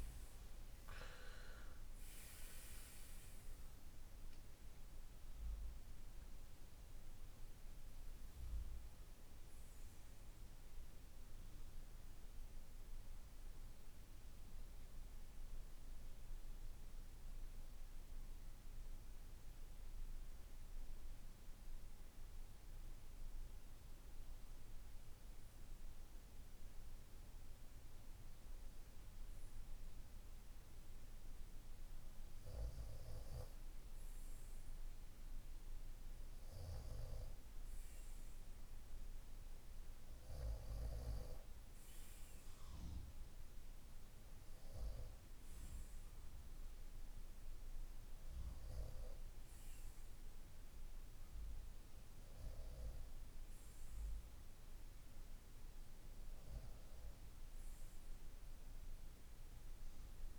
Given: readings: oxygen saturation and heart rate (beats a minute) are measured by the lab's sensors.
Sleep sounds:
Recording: breathing in sleep by a room microphone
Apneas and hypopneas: none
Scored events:
none scored
From the record:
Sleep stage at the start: N2 (light sleep)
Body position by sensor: on the right side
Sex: male

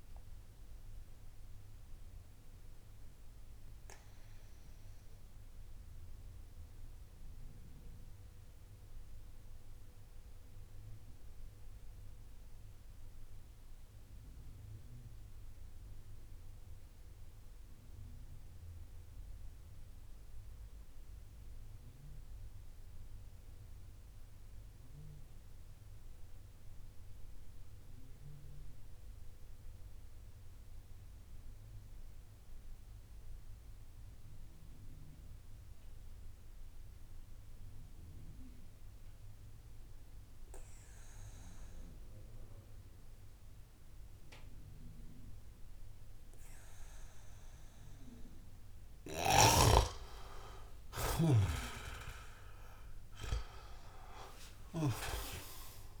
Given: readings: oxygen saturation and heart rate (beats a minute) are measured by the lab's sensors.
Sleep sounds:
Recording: breathing in sleep by a room microphone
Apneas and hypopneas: 1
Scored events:
0.00-23.00 s: oxygen desaturation (device-marked, oxygen 89% lowest)
2.00-50.00 s: obstructive apnea (oxygen 99% before, 86% lowest)
37.00-56.00 s: oxygen desaturation (device-marked, oxygen 98% before, 86% lowest)
52.50-56.00 s: arousal
From the record:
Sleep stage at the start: N2 (light sleep)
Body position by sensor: on the back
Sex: male

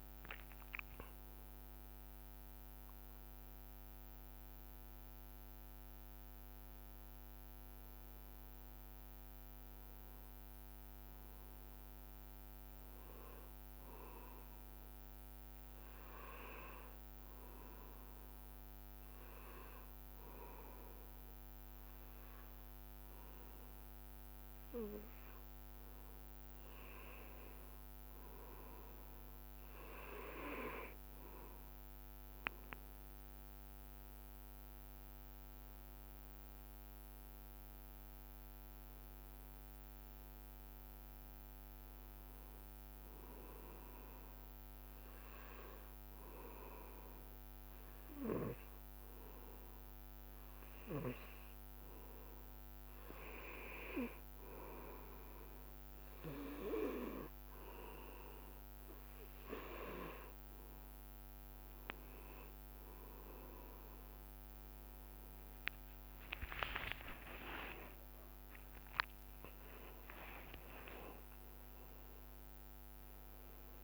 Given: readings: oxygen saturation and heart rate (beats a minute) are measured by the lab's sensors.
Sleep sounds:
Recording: breathing in sleep by a microphone on the trachea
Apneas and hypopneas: 2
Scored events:
0.00-1.00 s: arousal
0.00-14.50 s: oxygen desaturation (device-marked, oxygen 94% lowest, heart rate 64 extreme)
16.00-27.00 s: obstructive apnea (oxygen 98% before, 95% lowest, heart rate 69 before, 64 extreme, up 2 after)
31.00-35.50 s: arousal
36.50-49.50 s: oxygen desaturation (device-marked, oxygen 99% before, 95% lowest, heart rate 65 before, 66 extreme)
44.00-54.50 s: obstructive apnea (oxygen 99% before, 93% lowest, heart rate 66 before, 66 extreme, up 3 after)
66.00-71.00 s: arousal
68.00-70.00 s: long interval between heartbeats (device-marked, heart rate 68 before, 83 extreme)
71.00-73.00 s: long interval between heartbeats (device-marked, heart rate 71 before, 97 extreme)
From the record:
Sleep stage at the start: N2 (light sleep)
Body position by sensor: on the back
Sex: male

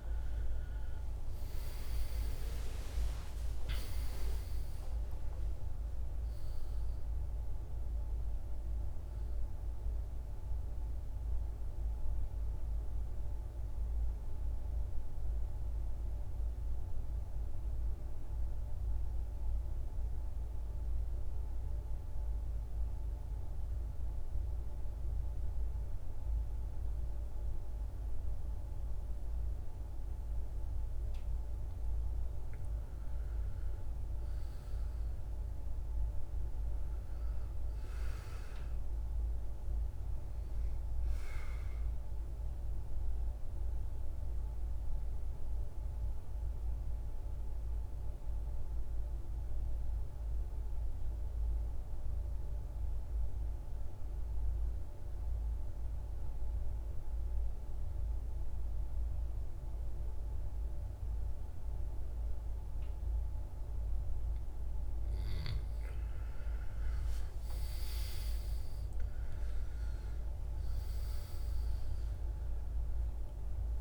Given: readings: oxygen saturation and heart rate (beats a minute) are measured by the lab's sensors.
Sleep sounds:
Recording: breathing in sleep, hard to hear, by a room microphone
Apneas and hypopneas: 2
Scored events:
0.00-19.50 s: oxygen desaturation (device-marked, oxygen 78% lowest, heart rate 50 extreme)
13.00-30.00 s: central apnea (oxygen 98% before, 79% lowest, heart rate 74 before, 50 extreme, up 10 after)
32.00-36.00 s: arousal
38.50-56.50 s: oxygen desaturation (device-marked, oxygen 99% before, 89% lowest, heart rate 54 before, 53 extreme)
47.50-64.50 s: obstructive apnea (oxygen 99% before, 82% lowest, heart rate 57 before, 53 extreme, up 17 after)
66.00-70.00 s: arousal
68.50-73.81 s: oxygen desaturation (device-marked, oxygen 97% before, 86% lowest, heart rate 57 before, 52 extreme)
From the record:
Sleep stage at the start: N2 (light sleep)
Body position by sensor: on the back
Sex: male

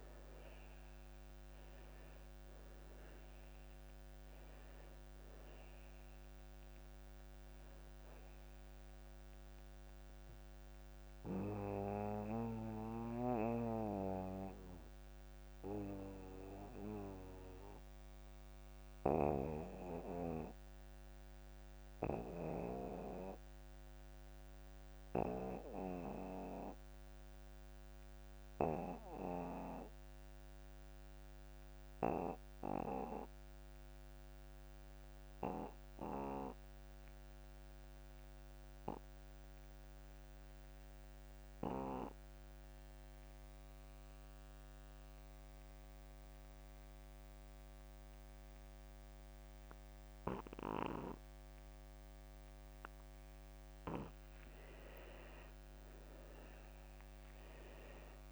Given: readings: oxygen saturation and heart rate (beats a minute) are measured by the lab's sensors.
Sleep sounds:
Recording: breathing in sleep by a microphone on the trachea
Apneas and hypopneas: 1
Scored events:
0.00-29.50 s: oxygen desaturation (device-marked, oxygen 82% lowest)
11.00-54.00 s: obstructive apnea (oxygen 98% before, 75% lowest)
42.50-58.32 s: oxygen desaturation (device-marked, oxygen 99% before, 75% lowest)
56.00-58.32 s: arousal
From the record:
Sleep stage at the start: N2 (light sleep)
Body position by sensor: on the back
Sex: male

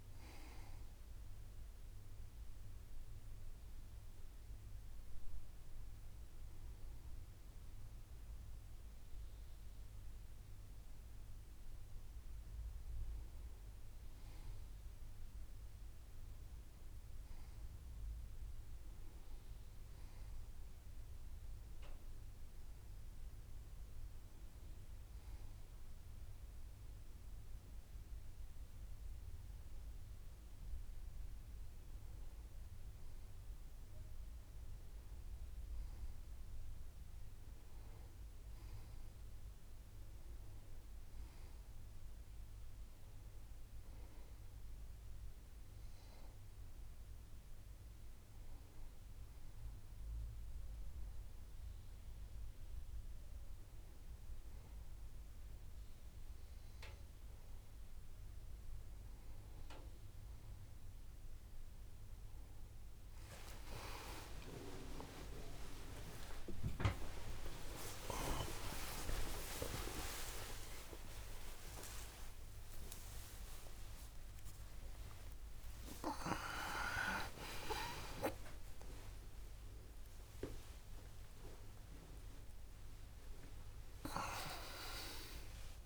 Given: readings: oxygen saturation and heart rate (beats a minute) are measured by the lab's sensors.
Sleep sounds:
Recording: a person partly awake in a sleep study, by a room microphone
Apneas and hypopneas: none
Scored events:
4.00-7.00 s: arousal
62.50-85.86 s: new sleep stage, awake
From the record:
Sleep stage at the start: N1 (lightest sleep)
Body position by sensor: on the back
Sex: male

